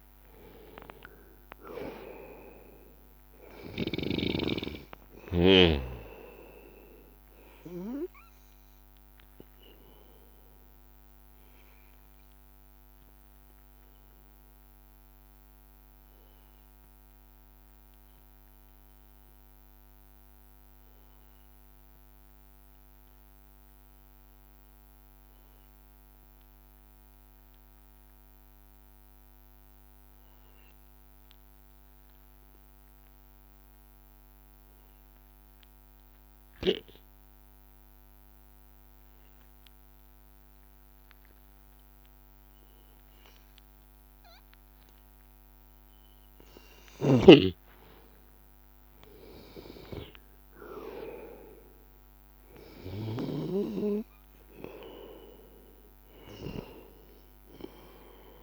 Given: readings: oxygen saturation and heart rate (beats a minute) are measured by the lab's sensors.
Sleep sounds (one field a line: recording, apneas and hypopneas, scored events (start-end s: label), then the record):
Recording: breathing in sleep by a microphone on the trachea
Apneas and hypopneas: 1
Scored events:
0.00-1.50 s: arousal
0.00-20.50 s: oxygen desaturation (device-marked, oxygen 92% lowest, heart rate 80 extreme)
21.00-47.00 s: hypopnea (oxygen 96% before, 93% lowest, heart rate 84 before, 82 extreme, up 2 after)
35.50-58.43 s: oxygen desaturation (device-marked, oxygen 99% before, 93% lowest, heart rate 83 before, 80 extreme)
49.00-54.50 s: arousal
From the record:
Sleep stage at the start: N2 (light sleep)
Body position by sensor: on the back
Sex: male